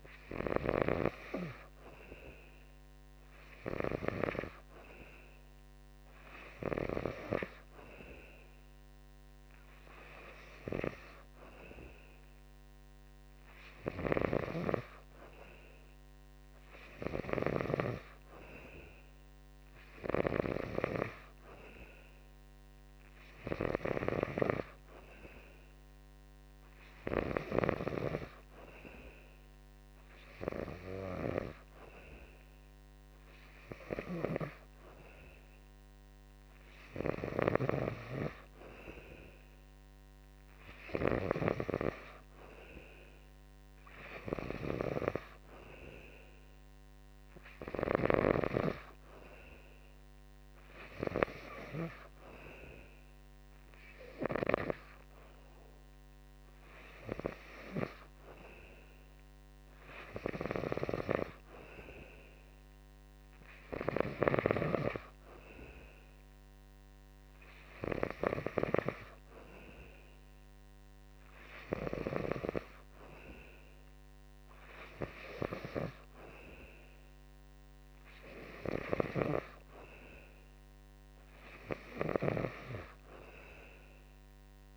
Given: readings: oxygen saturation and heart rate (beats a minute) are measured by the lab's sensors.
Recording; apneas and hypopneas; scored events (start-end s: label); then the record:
breathing in sleep by a microphone on the trachea; none
none scored
From the record:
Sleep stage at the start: N2 (light sleep); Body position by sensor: on the back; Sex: male